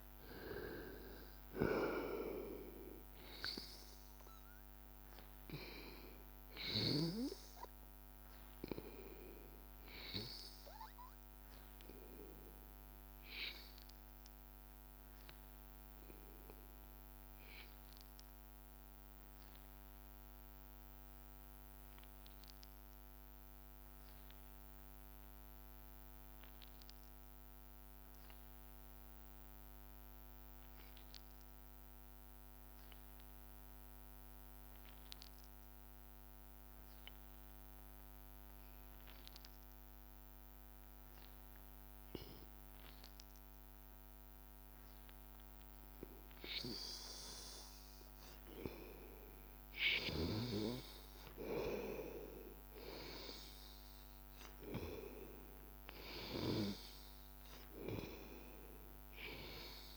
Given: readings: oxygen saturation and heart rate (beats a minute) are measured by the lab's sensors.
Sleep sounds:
breathing in sleep by a microphone on the trachea; 1
0.00-1.50 s: arousal
0.00-26.00 s: oxygen desaturation (device-marked, oxygen 89% lowest, heart rate 81 extreme)
17.00-40.50 s: obstructive apnea (oxygen 95% before, 89% lowest, heart rate 83 before, 81 extreme, up 1 after)
41.00-59.97 s: oxygen desaturation (device-marked, oxygen 97% before, 91% lowest, heart rate 82 before, 77 extreme)
43.50-48.00 s: arousal
From the record:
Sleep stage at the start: N2 (light sleep); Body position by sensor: on the back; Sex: male

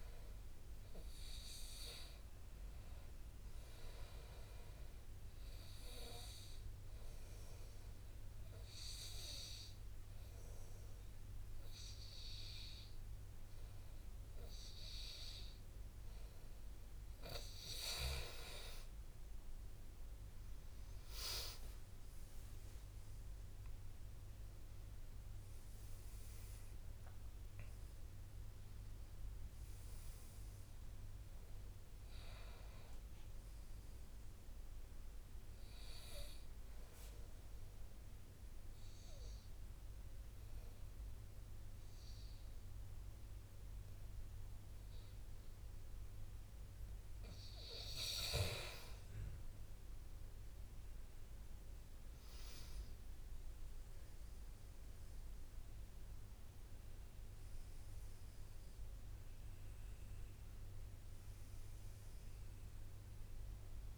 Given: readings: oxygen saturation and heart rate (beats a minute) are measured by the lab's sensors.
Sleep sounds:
breathing in sleep by a room microphone; 2
0.00-3.00 s: arousal
6.50-17.50 s: obstructive apnea (oxygen 99% before, 92% lowest, heart rate 69 before, 62 extreme, up 7 after)
20.50-25.00 s: arousal
24.50-47.50 s: oxygen desaturation (device-marked, oxygen 98% before, 92% lowest, heart rate 64 before, 59 extreme)
38.00-48.50 s: obstructive apnea (oxygen 98% before, 92% lowest, heart rate 67 before, 59 extreme, up 1 after)
51.50-57.00 s: arousal
60.50-63.98 s: oxygen desaturation (device-marked, oxygen 99% before, 92% lowest, heart rate 64 before, 59 extreme)
From the record:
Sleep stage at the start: N2 (light sleep); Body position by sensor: on the back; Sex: male

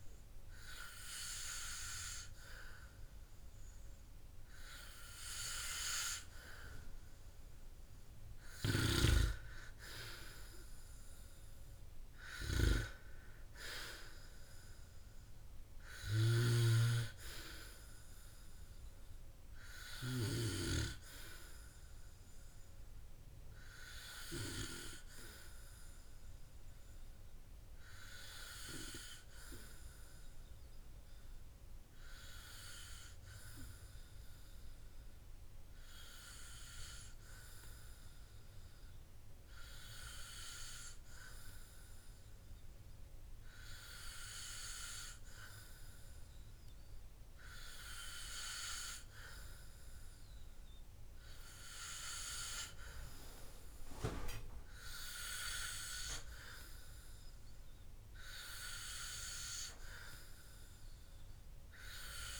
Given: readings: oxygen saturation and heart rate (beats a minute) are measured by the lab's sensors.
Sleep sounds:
breathing in sleep by a room microphone; none
none scored
From the record:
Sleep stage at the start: N2 (light sleep); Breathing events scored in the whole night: 220 in 4.2 hours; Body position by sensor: on the back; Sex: male

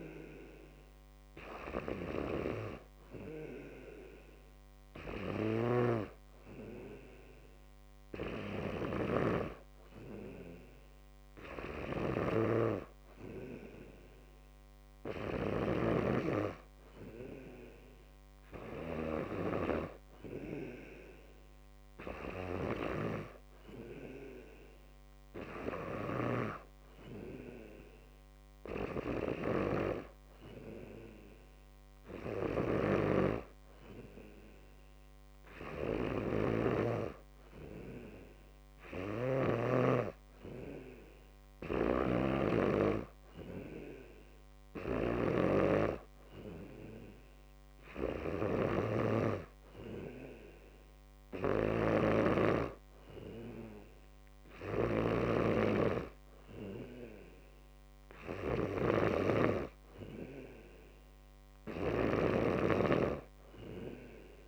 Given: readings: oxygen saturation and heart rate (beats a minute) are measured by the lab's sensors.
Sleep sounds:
breathing in sleep by a microphone on the trachea; none
none scored
From the record:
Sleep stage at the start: N2 (light sleep); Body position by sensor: on the back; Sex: male

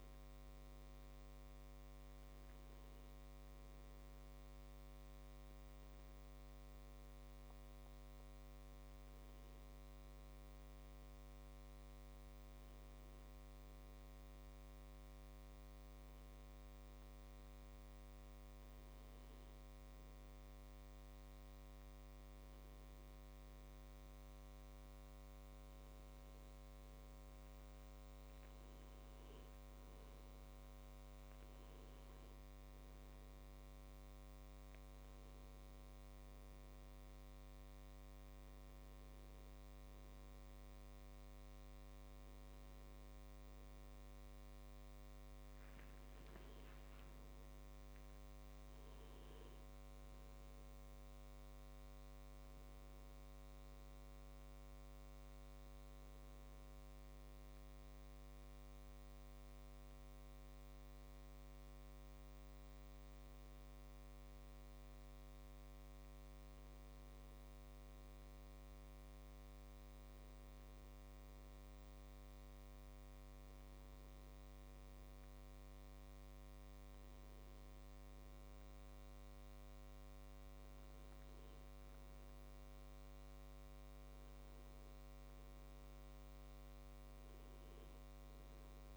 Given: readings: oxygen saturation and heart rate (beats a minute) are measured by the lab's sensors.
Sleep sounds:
breathing in sleep, hard to hear, by a microphone on the trachea; none
0.00-2.00 s: oxygen desaturation (device-marked, oxygen 94% lowest)
74.00-88.97 s: new sleep stage, N2 (light sleep)
From the record:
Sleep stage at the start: N1 (lightest sleep); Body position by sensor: on the back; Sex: male

